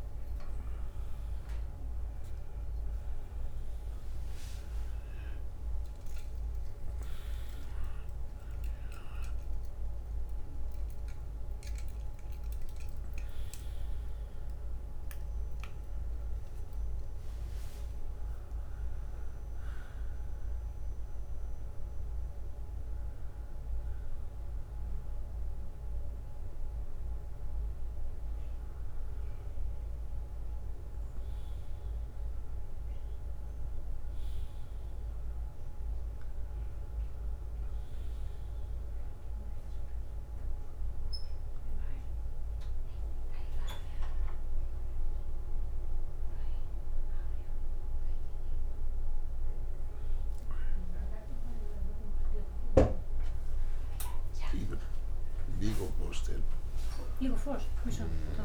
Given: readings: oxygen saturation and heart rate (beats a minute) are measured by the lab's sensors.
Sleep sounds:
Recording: a person awake in a sleep study, by a room microphone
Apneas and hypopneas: none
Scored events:
0.00-1.00 s: long interval between heartbeats (device-marked, heart rate 32 extreme)
From the record:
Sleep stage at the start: awake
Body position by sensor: on the right side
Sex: male

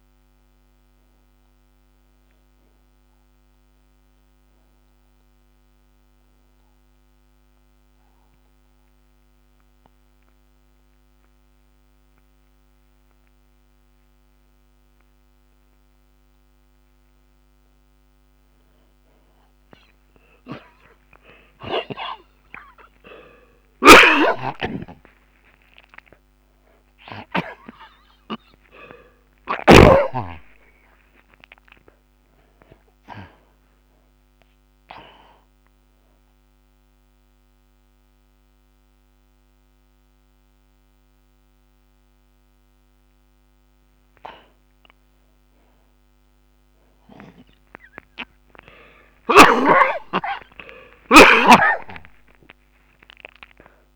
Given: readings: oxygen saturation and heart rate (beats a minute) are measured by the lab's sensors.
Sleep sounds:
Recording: breathing in sleep by a microphone on the trachea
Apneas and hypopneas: 1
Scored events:
1.50-18.50 s: oxygen desaturation (device-marked, oxygen 97% before, 88% lowest)
5.50-17.50 s: hypopnea (oxygen 97% before, 75% lowest)
21.50-26.00 s: arousal
23.50-53.96 s: oxygen desaturation (device-marked, oxygen 90% before, 75% lowest)
24.00-30.00 s: snoring (device-marked)
47.50-52.00 s: arousal
From the record:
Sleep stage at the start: N2 (light sleep)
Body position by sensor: on the back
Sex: male

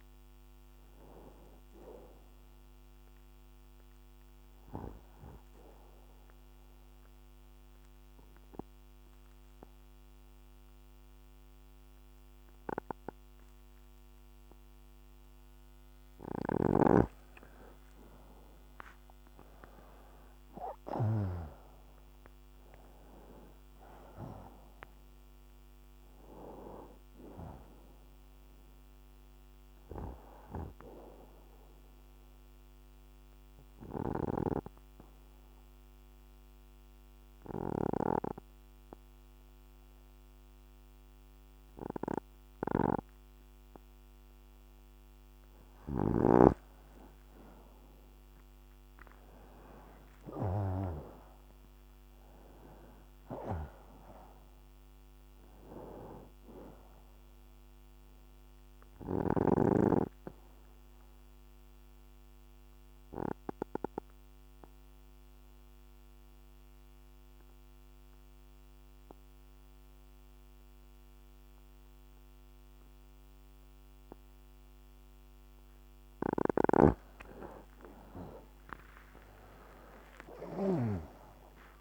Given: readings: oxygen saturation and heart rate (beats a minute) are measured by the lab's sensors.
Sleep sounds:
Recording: breathing in sleep by a microphone on the trachea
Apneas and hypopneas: 3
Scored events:
0.00-13.50 s: oxygen desaturation (device-marked, oxygen 88% lowest, heart rate 72 extreme)
2.50-16.00 s: obstructive apnea (oxygen 95% before, 87% lowest, heart rate 79 before, 72 extreme, up 10 after)
20.00-25.50 s: arousal
20.50-37.50 s: oxygen desaturation (device-marked, oxygen 95% before, 87% lowest, heart rate 78 before, 72 extreme)
31.00-46.00 s: obstructive apnea (oxygen 95% before, 87% lowest, heart rate 80 before, 61 extreme, up 12 after)
50.00-54.00 s: arousal
52.50-72.50 s: oxygen desaturation (device-marked, oxygen 96% before, 88% lowest, heart rate 78 before, 61 extreme)
58.50-77.00 s: obstructive apnea (oxygen 96% before, 87% lowest, heart rate 79 before, 61 extreme, up 49 after)
79.00-81.81 s: arousal
From the record:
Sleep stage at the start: N2 (light sleep)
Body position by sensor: on the left side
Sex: male

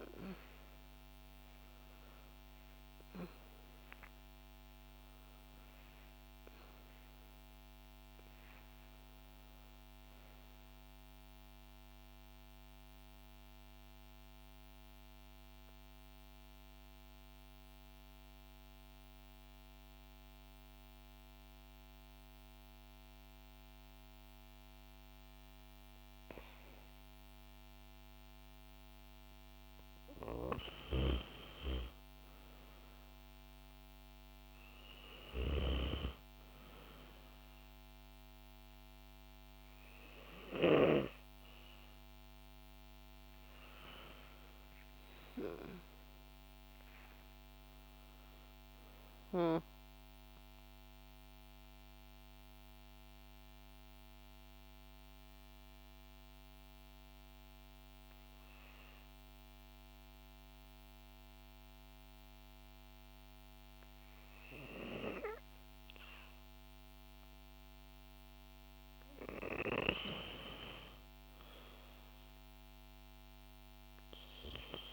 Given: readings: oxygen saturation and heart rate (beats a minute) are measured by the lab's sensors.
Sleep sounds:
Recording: breathing in sleep by a microphone on the trachea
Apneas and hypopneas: 2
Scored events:
0.00-17.50 s: oxygen desaturation (device-marked, oxygen 91% lowest, heart rate 54 extreme)
10.50-30.00 s: mixed apnea (oxygen 96% before, 90% lowest, heart rate 64 before, 54 extreme, up 6 after)
31.00-35.50 s: arousal
32.50-52.50 s: oxygen desaturation (device-marked, oxygen 98% before, 90% lowest, heart rate 57 before, 54 extreme)
49.00-69.00 s: hypopnea (oxygen 98% before, 92% lowest, heart rate 60 before, 54 extreme, up 5 after)
69.50-74.93 s: oxygen desaturation (device-marked, oxygen 97% before, 93% lowest, heart rate 57 before, 55 extreme)
70.50-73.50 s: arousal
From the record:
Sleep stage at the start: N2 (light sleep)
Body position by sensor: on the back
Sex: female

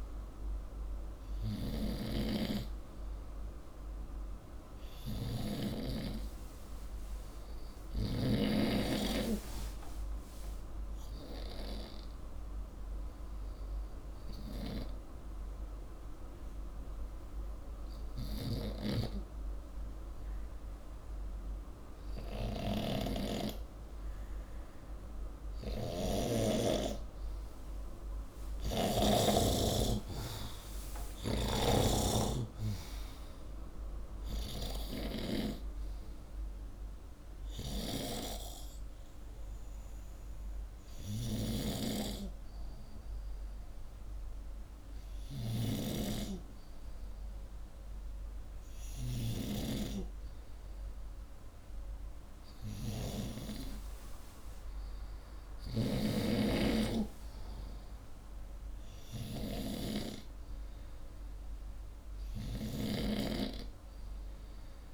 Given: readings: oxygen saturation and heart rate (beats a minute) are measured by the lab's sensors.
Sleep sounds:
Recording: breathing in sleep by a room microphone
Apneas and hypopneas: 1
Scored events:
0.00-5.50 s: snoring (device-marked)
7.00-10.50 s: arousal
14.00-24.50 s: hypopnea (oxygen 95% before, 89% lowest, heart rate 67 before, 62 extreme, up 7 after)
18.50-29.00 s: snoring (device-marked)
28.00-31.50 s: arousal
33.50-54.50 s: oxygen desaturation (device-marked, oxygen 95% before, 89% lowest, heart rate 66 before, 62 extreme)
41.00-49.50 s: snoring (device-marked)
62.50-64.94 s: snoring (device-marked)
From the record:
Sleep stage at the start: N2 (light sleep)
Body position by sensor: upright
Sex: male

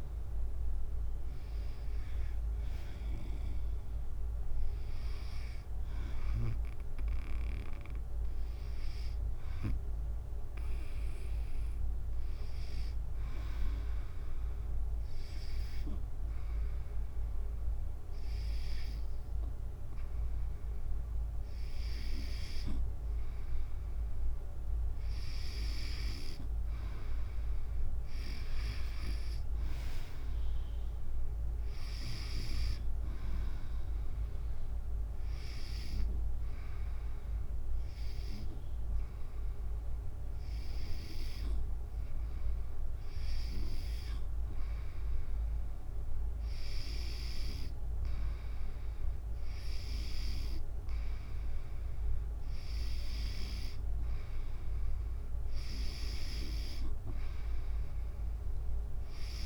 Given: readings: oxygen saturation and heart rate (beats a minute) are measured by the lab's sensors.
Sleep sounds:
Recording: breathing in sleep by a room microphone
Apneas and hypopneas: 2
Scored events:
1.00-13.00 s: drop in pulse transit time (device-marked, heart rate 74 before, 72 extreme)
10.00-13.00 s: arousal
15.50-25.50 s: hypopnea (oxygen 94% before, 92% lowest, heart rate 79 before, 69 extreme, up 7 after)
29.00-40.00 s: drop in pulse transit time (device-marked, heart rate 73 before, 69 extreme)
30.00-33.00 s: arousal
33.00-46.00 s: oxygen desaturation (device-marked, oxygen 96% before, 92% lowest, heart rate 74 before, 65 extreme)
35.50-45.50 s: hypopnea (oxygen 96% before, 92% lowest, heart rate 74 before, 65 extreme, up 4 after)
47.50-50.50 s: arousal
From the record:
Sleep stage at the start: N2 (light sleep)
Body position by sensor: on the back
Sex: female

